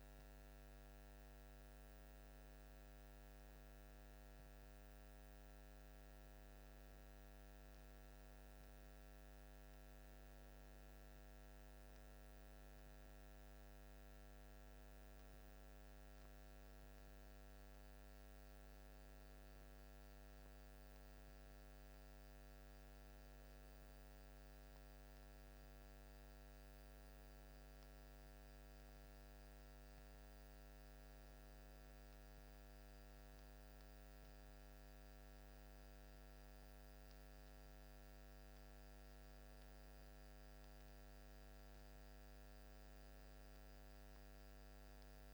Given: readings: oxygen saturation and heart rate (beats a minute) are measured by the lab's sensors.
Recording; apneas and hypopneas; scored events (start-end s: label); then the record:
breathing in sleep, hard to hear, by a microphone on the trachea; none
none scored
From the record:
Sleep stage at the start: N1 (lightest sleep); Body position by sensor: on the back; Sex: male